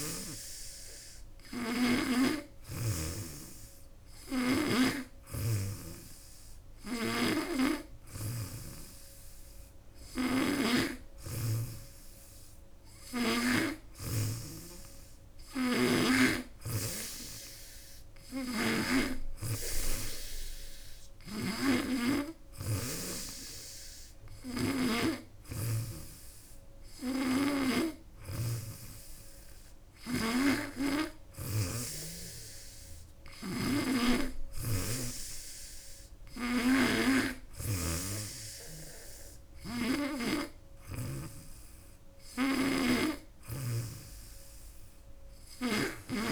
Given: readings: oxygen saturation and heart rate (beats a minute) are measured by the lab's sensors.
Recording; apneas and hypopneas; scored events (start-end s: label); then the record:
breathing in sleep by a room microphone; none
2.00-11.50 s: snoring (device-marked)
16.00-27.50 s: snoring (device-marked)
29.50-41.00 s: snoring (device-marked)
From the record:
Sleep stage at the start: N2 (light sleep); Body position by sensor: on the back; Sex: female